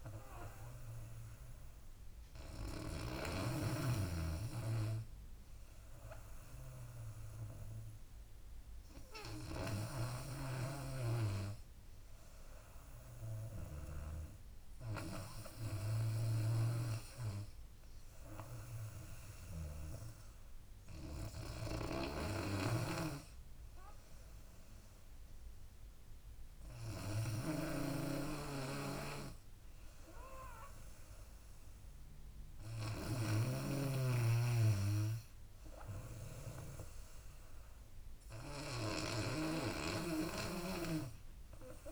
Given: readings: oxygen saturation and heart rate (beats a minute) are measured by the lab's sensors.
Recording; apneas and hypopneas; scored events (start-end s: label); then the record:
breathing in sleep by a room microphone; none
0.00-4.00 s: snoring (device-marked)
16.50-41.92 s: snoring (device-marked)
From the record:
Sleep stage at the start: N2 (light sleep); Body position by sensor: on the back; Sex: female